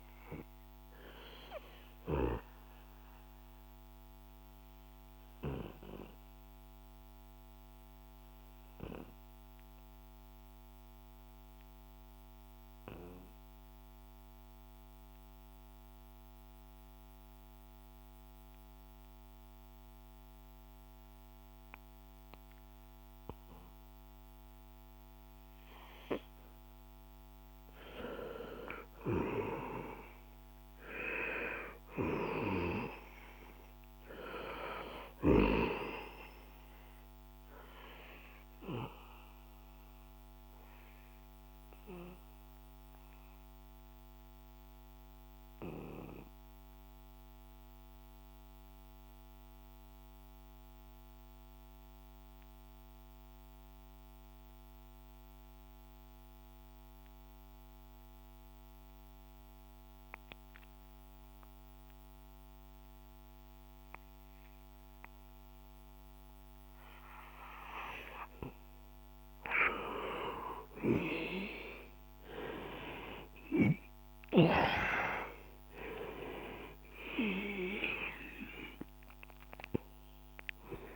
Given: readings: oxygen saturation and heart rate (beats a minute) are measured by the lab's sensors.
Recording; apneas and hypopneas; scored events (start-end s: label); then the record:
breathing in sleep by a microphone on the trachea; 2
0.00-18.50 s: oxygen desaturation (device-marked, oxygen 91% lowest, heart rate 60 extreme)
2.00-27.00 s: obstructive apnea (oxygen 100% before, 91% lowest, heart rate 65 before, 60 extreme, up 5 after)
28.50-36.50 s: oxygen desaturation (device-marked, oxygen 97% before, 94% lowest, heart rate 62 before, 61 extreme)
29.00-34.00 s: arousal
39.00-67.50 s: obstructive apnea (oxygen 97% before, 90% lowest, heart rate 65 before, 61 extreme, up 6 after)
42.50-55.50 s: oxygen desaturation (device-marked, oxygen 95% before, 92% lowest, heart rate 65 before, 61 extreme)
66.50-80.96 s: oxygen desaturation (device-marked, oxygen 98% before, 90% lowest, heart rate 63 before, 61 extreme)
70.50-75.50 s: arousal
From the record:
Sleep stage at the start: N2 (light sleep); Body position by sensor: on the back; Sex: male